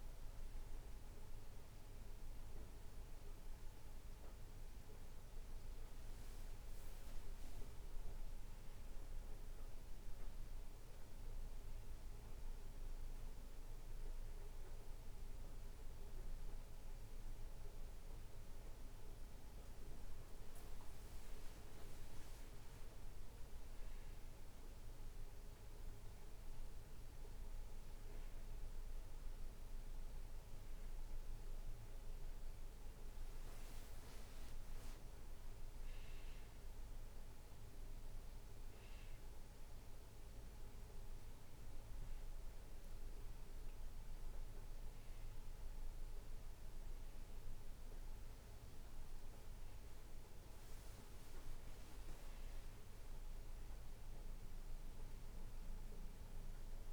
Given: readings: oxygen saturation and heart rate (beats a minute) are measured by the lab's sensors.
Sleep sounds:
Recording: breathing in sleep, hard to hear, by a room microphone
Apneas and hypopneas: none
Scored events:
none scored
From the record:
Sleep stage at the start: N2 (light sleep)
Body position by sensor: on the back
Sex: male

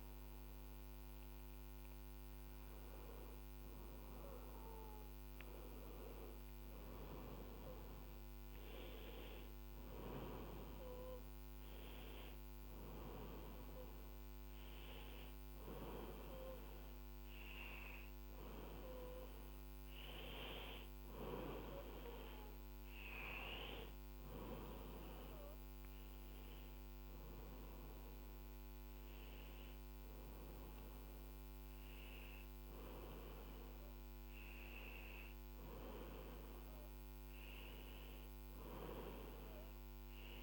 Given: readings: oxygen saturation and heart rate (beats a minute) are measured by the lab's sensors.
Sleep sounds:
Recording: a person partly awake in a sleep study, by a microphone on the trachea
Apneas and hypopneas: none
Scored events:
12.00-40.43 s: new sleep stage, N1 (lightest sleep)
From the record:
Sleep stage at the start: awake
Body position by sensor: on the back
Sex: female

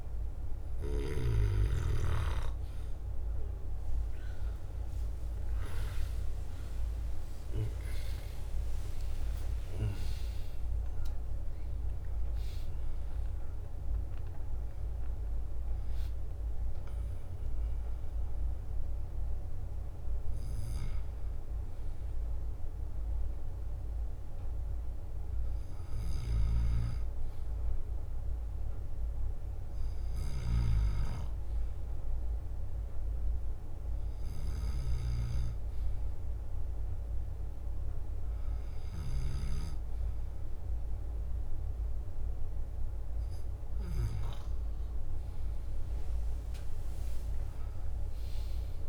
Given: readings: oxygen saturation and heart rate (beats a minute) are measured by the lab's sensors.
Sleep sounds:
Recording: breathing in sleep by a room microphone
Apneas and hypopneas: none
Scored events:
0.00-2.00 s: snoring (device-marked)
7.00-12.50 s: arousal
8.50-10.50 s: long interval between heartbeats (device-marked, heart rate 62 before, 90 extreme)
15.00-24.50 s: leg movement (device-marked)
26.00-29.00 s: bradycardia (device-marked, heart rate 64 before, 60 extreme)
27.00-33.50 s: leg movement (device-marked)
35.00-43.00 s: bradycardia (device-marked, heart rate 64 before, 58 extreme)
44.50-48.88 s: leg movement (device-marked)
45.00-48.88 s: arousal
From the record:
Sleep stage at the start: N2 (light sleep)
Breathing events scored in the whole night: 150 in 4.4 hours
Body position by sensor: on the left side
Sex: male

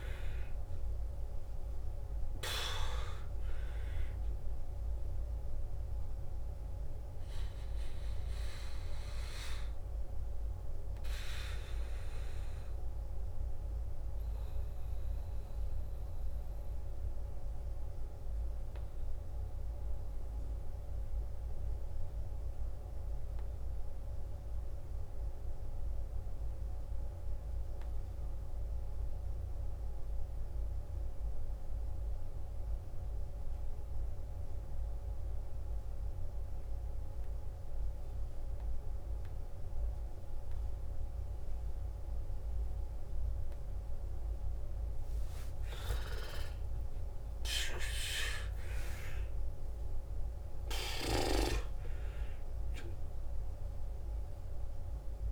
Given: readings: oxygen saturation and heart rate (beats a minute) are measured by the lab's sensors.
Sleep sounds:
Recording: breathing in sleep by a room microphone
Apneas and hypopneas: 1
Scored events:
0.00-1.00 s: arousal
0.00-26.00 s: oxygen desaturation (device-marked, oxygen 87% lowest, heart rate 52 extreme)
7.00-45.50 s: obstructive apnea (oxygen 97% before, 87% lowest, heart rate 61 before, 52 extreme, up 11 after)
45.00-55.32 s: oxygen desaturation (device-marked, oxygen 97% before, 89% lowest, heart rate 56 before, 54 extreme)
46.00-50.50 s: arousal
From the record:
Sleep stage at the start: N2 (light sleep)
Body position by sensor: on the back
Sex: male

